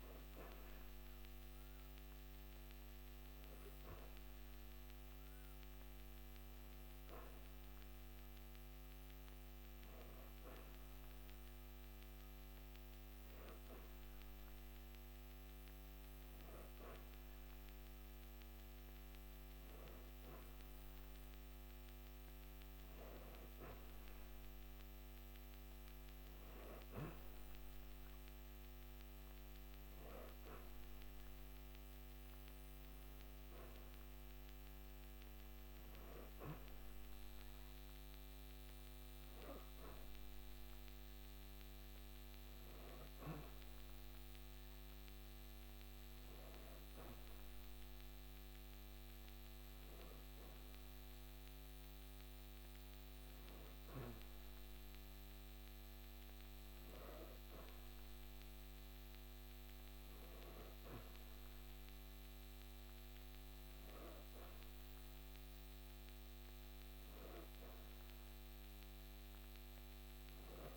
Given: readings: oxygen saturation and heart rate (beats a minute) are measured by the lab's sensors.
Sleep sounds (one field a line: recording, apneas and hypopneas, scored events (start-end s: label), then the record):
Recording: breathing in sleep, hard to hear, by a microphone on the trachea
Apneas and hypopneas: none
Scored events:
none scored
From the record:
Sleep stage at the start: N2 (light sleep)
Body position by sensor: on the back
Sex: female